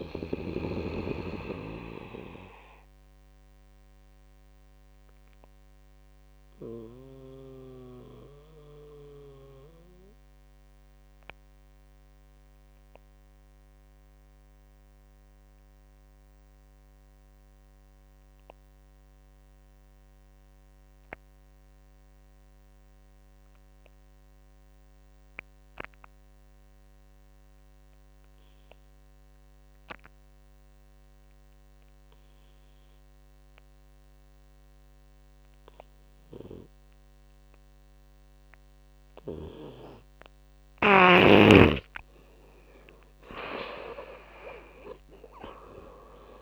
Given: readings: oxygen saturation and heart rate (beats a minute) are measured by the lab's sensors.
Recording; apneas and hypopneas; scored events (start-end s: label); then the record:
breathing in sleep by a microphone on the trachea; 1
0.00-10.50 s: oxygen desaturation (device-marked, oxygen 86% lowest)
2.00-37.50 s: obstructive apnea (oxygen 100% before, 86% lowest)
23.50-46.42 s: oxygen desaturation (device-marked, oxygen 100% before, 89% lowest)
44.00-46.42 s: arousal
From the record:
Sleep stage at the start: N2 (light sleep); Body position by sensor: on the right side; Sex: male